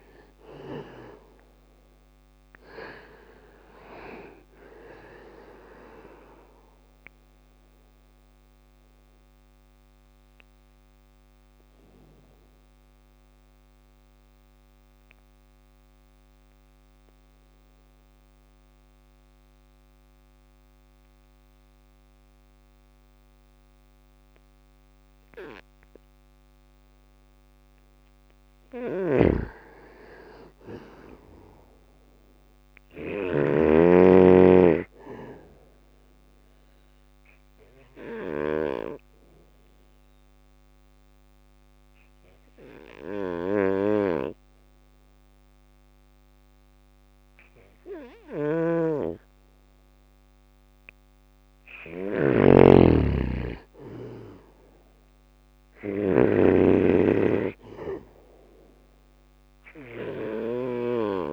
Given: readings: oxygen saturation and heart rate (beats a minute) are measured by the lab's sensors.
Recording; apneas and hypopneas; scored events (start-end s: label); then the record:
breathing in sleep by a microphone on the trachea; 2
2.50-14.50 s: oxygen desaturation (device-marked, oxygen 97% before, 93% lowest, heart rate 60 before, 56 extreme)
2.50-16.50 s: drop in pulse transit time (device-marked, heart rate 60 before, 56 extreme)
4.50-25.50 s: bradycardia (device-marked, heart rate 61 before, 56 extreme)
5.50-26.00 s: obstructive apnea (oxygen 97% before, 93% lowest, heart rate 60 before, 56 extreme, up 3 after)
27.00-30.00 s: arousal
27.50-32.50 s: snoring (device-marked)
31.50-44.50 s: bradycardia (device-marked, heart rate 61 before, 57 extreme)
35.50-48.00 s: obstructive apnea (oxygen 99% before, 93% lowest, heart rate 59 before, 58 extreme, up 5 after)
41.50-53.50 s: oxygen desaturation (device-marked, oxygen 99% before, 94% lowest, heart rate 59 before, 58 extreme)
47.00-55.00 s: snoring (device-marked)
50.50-54.50 s: arousal
58.50-61.33 s: bradycardia (device-marked, heart rate 61 before, 58 extreme)
From the record:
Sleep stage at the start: N2 (light sleep); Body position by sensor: on the back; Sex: male